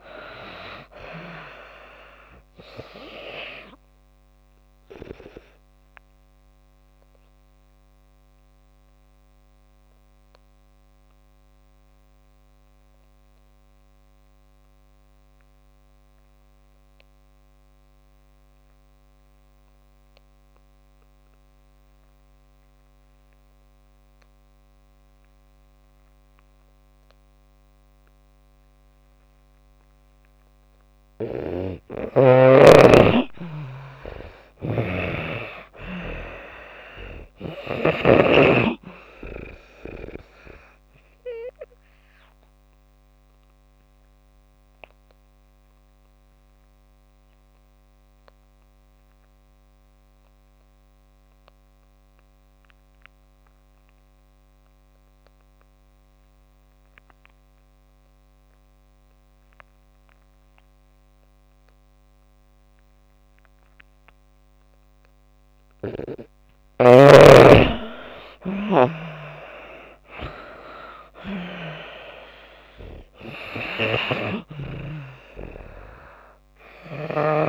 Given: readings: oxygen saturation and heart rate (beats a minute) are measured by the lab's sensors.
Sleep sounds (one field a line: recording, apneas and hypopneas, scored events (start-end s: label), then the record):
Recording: breathing in sleep by a microphone on the trachea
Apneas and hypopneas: 2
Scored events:
0.50-30.50 s: oxygen desaturation (device-marked, oxygen 94% before, 80% lowest)
6.50-30.50 s: obstructive apnea (oxygen 94% before, 80% lowest)
31.50-38.00 s: snoring (device-marked)
32.00-36.00 s: arousal
35.50-64.50 s: oxygen desaturation (device-marked, oxygen 96% before, 83% lowest)
40.50-65.00 s: obstructive apnea (oxygen 96% before, 81% lowest)
68.00-72.00 s: arousal
73.50-77.49 s: oxygen desaturation (device-marked, oxygen 96% before, 81% lowest)
From the record:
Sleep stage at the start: N2 (light sleep)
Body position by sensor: on the back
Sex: female